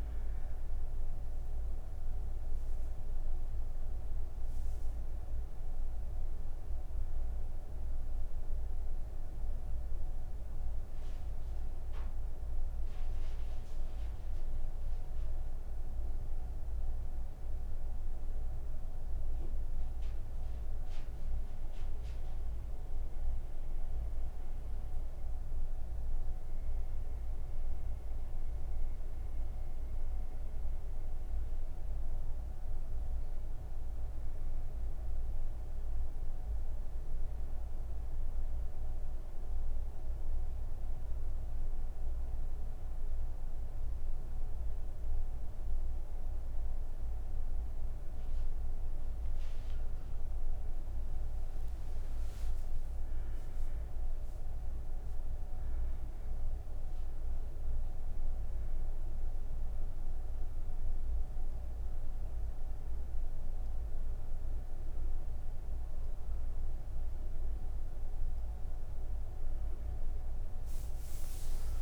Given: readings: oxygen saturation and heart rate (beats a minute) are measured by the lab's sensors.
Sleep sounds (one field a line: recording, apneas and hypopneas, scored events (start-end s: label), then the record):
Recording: breathing in sleep, hard to hear, by a room microphone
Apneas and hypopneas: none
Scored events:
0.00-4.00 s: oxygen desaturation (device-marked, oxygen 92% lowest)
12.00-30.00 s: oxygen desaturation (device-marked, oxygen 94% before, 88% lowest)
54.00-65.00 s: oxygen desaturation (device-marked, oxygen 99% before, 95% lowest)
59.00-71.82 s: new sleep stage, N3 (deep sleep)
From the record:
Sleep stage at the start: N2 (light sleep)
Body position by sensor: on the right side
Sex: female